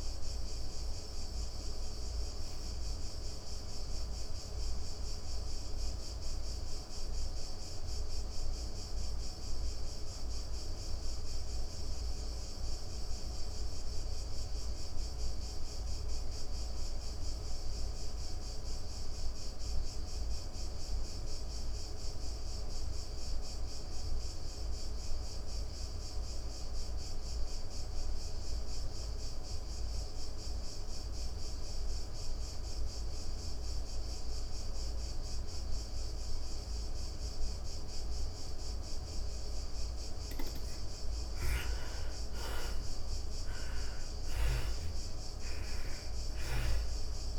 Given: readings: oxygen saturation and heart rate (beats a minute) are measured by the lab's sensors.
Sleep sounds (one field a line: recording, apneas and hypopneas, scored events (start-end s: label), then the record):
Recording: breathing in sleep, hard to hear, by a room microphone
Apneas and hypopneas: 1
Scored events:
0.00-17.50 s: oxygen desaturation (device-marked, oxygen 73% lowest, heart rate 56 extreme)
2.00-39.00 s: obstructive apnea (oxygen 99% before, 73% lowest, heart rate 105 before, 56 extreme, up 53 after)
26.50-47.38 s: oxygen desaturation (device-marked, oxygen 98% before, 73% lowest, heart rate 118 before, 56 extreme)
40.00-43.50 s: snoring (device-marked)
40.00-44.50 s: arousal
From the record:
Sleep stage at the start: N2 (light sleep)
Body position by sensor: on the back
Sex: female